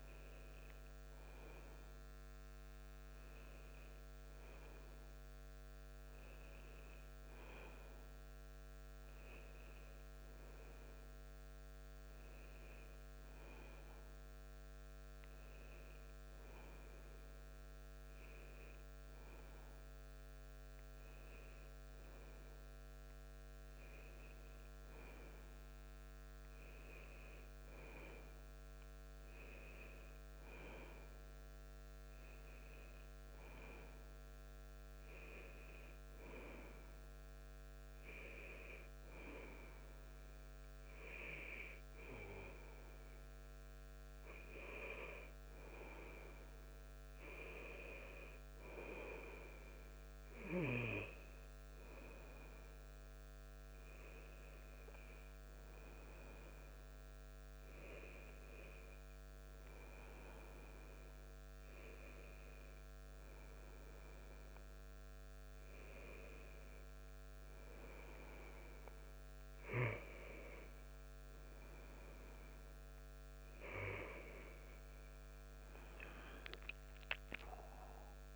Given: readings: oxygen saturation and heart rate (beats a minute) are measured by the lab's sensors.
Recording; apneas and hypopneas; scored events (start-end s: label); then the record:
a person awake in a sleep study, by a microphone on the trachea; none
none scored
From the record:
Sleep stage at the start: awake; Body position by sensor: on the back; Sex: male